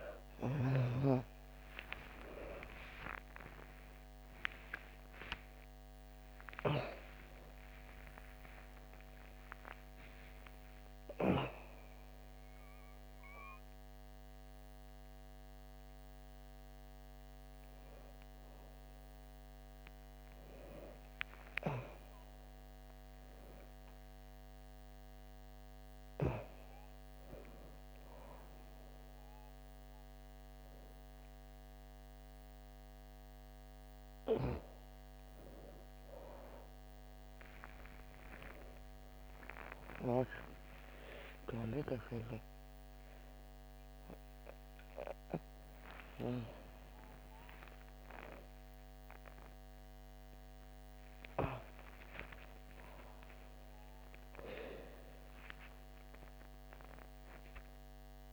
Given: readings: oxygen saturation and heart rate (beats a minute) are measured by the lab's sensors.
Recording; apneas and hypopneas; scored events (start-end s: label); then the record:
a person awake in a sleep study, by a microphone on the trachea; none
0.00-34.00 s: oxygen desaturation (device-marked, oxygen 85% lowest, heart rate 61 extreme)
From the record:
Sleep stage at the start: awake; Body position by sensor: on the back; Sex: female